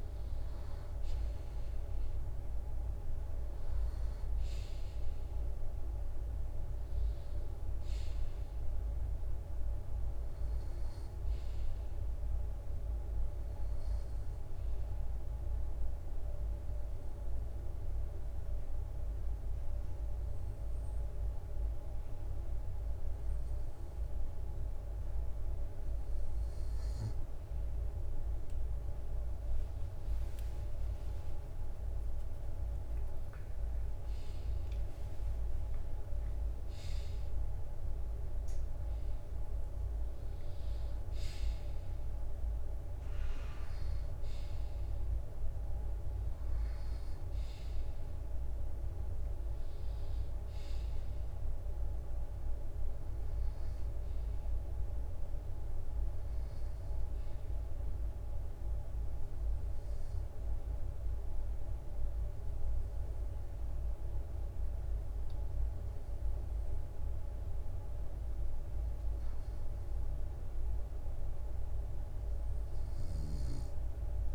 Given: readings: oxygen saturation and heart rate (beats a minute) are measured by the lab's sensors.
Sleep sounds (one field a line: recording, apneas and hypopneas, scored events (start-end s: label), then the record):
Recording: breathing in sleep, hard to hear, by a room microphone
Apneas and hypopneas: 2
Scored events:
0.00-3.00 s: drop in pulse transit time (device-marked, heart rate 66 extreme)
17.00-27.00 s: obstructive apnea (oxygen 96% before, 95% lowest, heart rate 67 before, 64 extreme, up 7 after)
30.00-36.00 s: arousal
31.00-45.00 s: drop in pulse transit time (device-marked, heart rate 65 before, 65 extreme)
59.00-69.00 s: obstructive apnea (oxygen 97% before, 93% lowest, heart rate 66 before, 62 extreme, up 2 after)
72.50-74.35 s: snoring (device-marked)
73.00-74.35 s: arousal
From the record:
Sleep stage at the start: N2 (light sleep)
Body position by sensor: on the right side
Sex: male